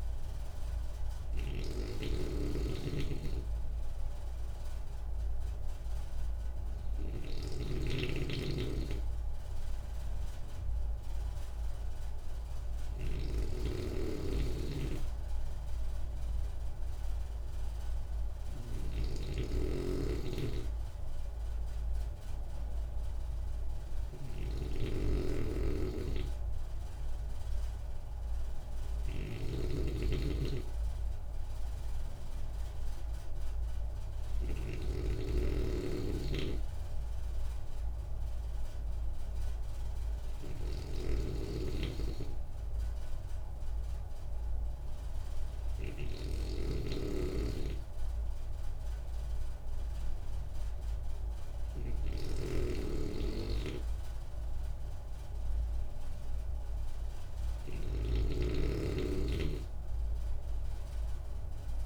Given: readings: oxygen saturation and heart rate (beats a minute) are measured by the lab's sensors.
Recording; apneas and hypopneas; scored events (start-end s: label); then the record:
breathing in sleep by a room microphone; none
0.00-61.85 s: snoring (device-marked)
From the record:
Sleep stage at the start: N2 (light sleep); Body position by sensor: on the right side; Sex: male